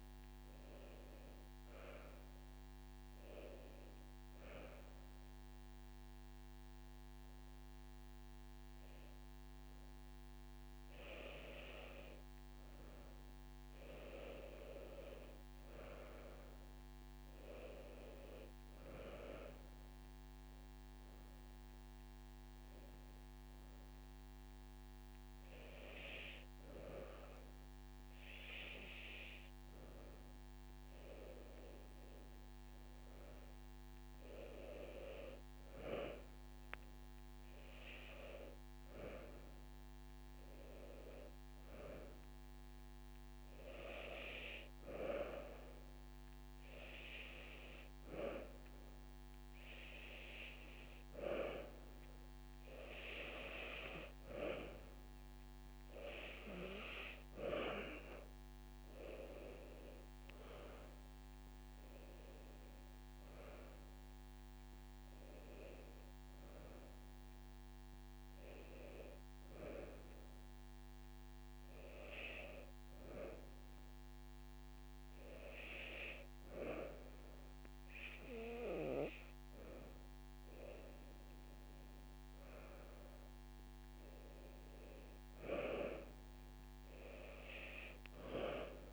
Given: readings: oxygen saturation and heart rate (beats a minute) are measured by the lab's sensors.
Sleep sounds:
breathing in sleep by a microphone on the trachea; 1
0.00-6.50 s: drop in pulse transit time (device-marked)
3.00-5.00 s: long interval between heartbeats (device-marked, heart rate 37 before, 37 extreme)
9.50-11.50 s: long interval between heartbeats (device-marked, heart rate 36 before, 37 extreme)
11.50-13.50 s: long interval between heartbeats (device-marked, heart rate 36 before, 43 extreme)
14.50-18.00 s: arousal
18.50-28.50 s: drop in pulse transit time (device-marked)
19.50-31.00 s: hypopnea (oxygen 96% before, 92% lowest)
21.00-23.00 s: long interval between heartbeats (device-marked, heart rate 38 before, 26 extreme)
24.50-26.50 s: long interval between heartbeats (device-marked, heart rate 36 before, 33 extreme)
32.50-36.00 s: arousal
38.00-40.00 s: long interval between heartbeats (device-marked, heart rate 39 before, 49 extreme)
41.50-53.50 s: drop in pulse transit time (device-marked)
42.00-44.00 s: long interval between heartbeats (device-marked, heart rate 42 before, 40 extreme)
48.00-50.00 s: long interval between heartbeats (device-marked)
59.00-61.00 s: long interval between heartbeats (device-marked)
65.50-75.50 s: drop in pulse transit time (device-marked, heart rate 34 before, 39 extreme)
71.00-73.00 s: long interval between heartbeats (device-marked, heart rate 41 before, 58 extreme)
79.00-81.00 s: long interval between heartbeats (device-marked)
83.00-85.00 s: long interval between heartbeats (device-marked, heart rate 48 before, 35 extreme)
87.50-88.93 s: drop in pulse transit time (device-marked)
From the record:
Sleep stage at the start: N2 (light sleep); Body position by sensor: on the back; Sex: female

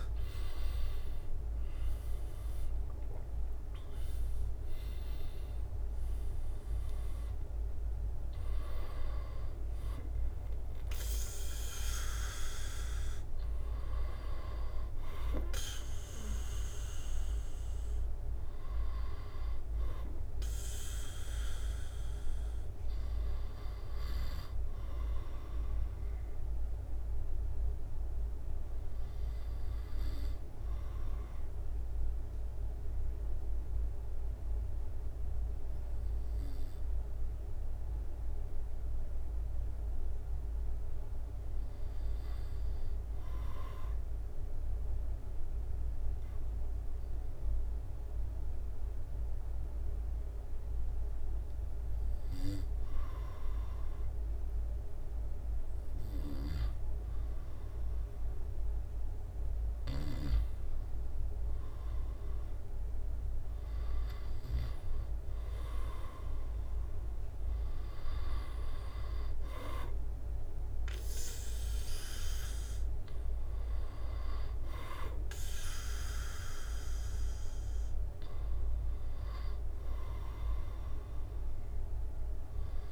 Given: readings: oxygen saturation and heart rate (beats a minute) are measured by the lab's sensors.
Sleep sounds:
breathing in sleep by a room microphone; 1
0.00-2.50 s: arousal
0.00-25.50 s: oxygen desaturation (device-marked, oxygen 77% lowest, heart rate 66 extreme)
0.50-15.50 s: drop in pulse transit time (device-marked, heart rate 71 before, 78 extreme)
25.50-28.50 s: arousal
30.50-55.00 s: obstructive apnea (oxygen 98% before, 94% lowest, heart rate 78 before, 70 extreme, up 0 after)
57.50-60.50 s: arousal
From the record:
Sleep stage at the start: N2 (light sleep); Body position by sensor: on the back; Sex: male

